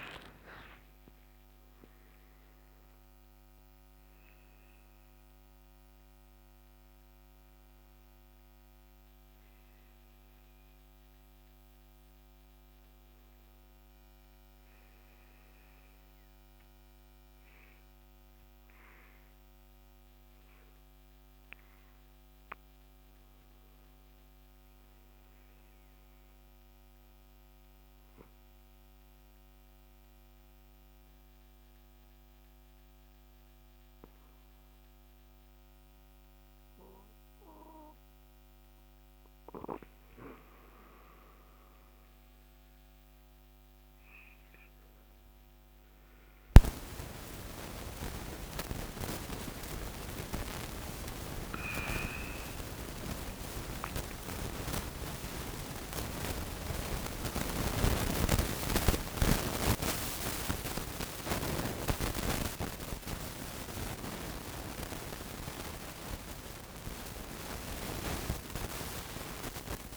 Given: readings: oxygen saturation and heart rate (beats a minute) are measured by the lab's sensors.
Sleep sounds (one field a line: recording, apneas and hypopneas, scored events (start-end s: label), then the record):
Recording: a person partly awake in a sleep study, by a microphone on the trachea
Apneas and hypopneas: 1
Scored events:
0.00-1.50 s: arousal
21.00-32.00 s: oxygen desaturation (device-marked, oxygen 94% before, 90% lowest, heart rate 74 before, 64 extreme)
25.50-39.50 s: obstructive apnea (oxygen 96% before, 89% lowest, heart rate 69 before, 64 extreme, up 15 after)
38.00-69.97 s: new sleep stage, awake
48.00-61.00 s: oxygen desaturation (device-marked, oxygen 96% before, 91% lowest, heart rate 66 before, 70 extreme)
From the record:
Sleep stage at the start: N2 (light sleep)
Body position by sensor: on the right side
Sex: male